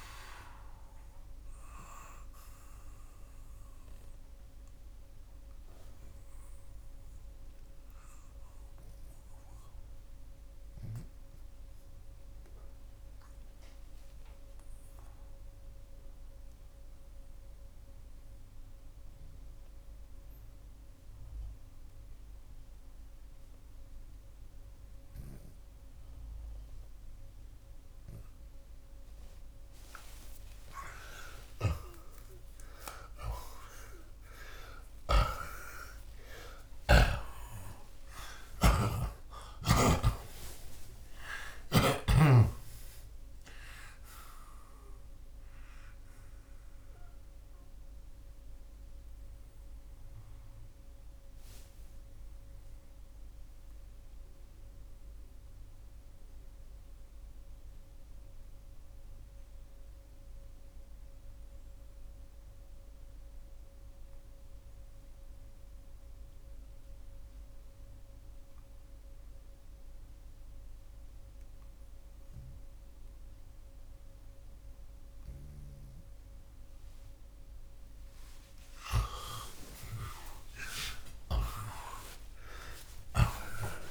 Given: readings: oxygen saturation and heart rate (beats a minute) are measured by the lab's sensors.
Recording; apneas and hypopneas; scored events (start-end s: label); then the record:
breathing in sleep by a room microphone; 2
0.00-35.00 s: oxygen desaturation (device-marked, oxygen 81% lowest)
5.50-31.00 s: mixed apnea (oxygen 94% before, 80% lowest, heart rate 124 before, 39 extreme)
34.50-40.00 s: arousal
34.50-41.50 s: snoring (device-marked)
47.50-77.50 s: obstructive apnea (oxygen 91% before, 78% lowest)
60.00-80.00 s: oxygen desaturation (device-marked, oxygen 88% before, 80% lowest)
79.50-83.50 s: arousal
From the record:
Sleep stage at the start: N2 (light sleep); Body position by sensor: on the back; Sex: male